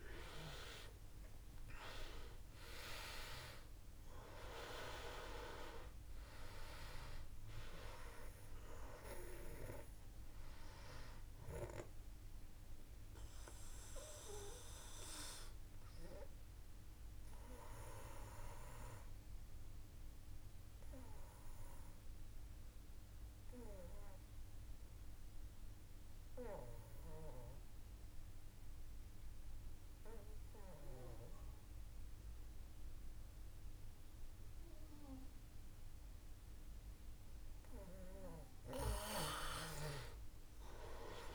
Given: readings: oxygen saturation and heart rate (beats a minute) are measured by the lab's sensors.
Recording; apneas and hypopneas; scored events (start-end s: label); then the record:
breathing in sleep by a room microphone; 1
0.00-1.00 s: arousal
0.00-27.00 s: oxygen desaturation (device-marked, oxygen 98% before, 90% lowest, heart rate 56 before, 54 extreme)
10.50-36.50 s: obstructive apnea (oxygen 98% before, 90% lowest, heart rate 58 before, 54 extreme, up 5 after)
From the record:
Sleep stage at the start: N2 (light sleep); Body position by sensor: on the back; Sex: male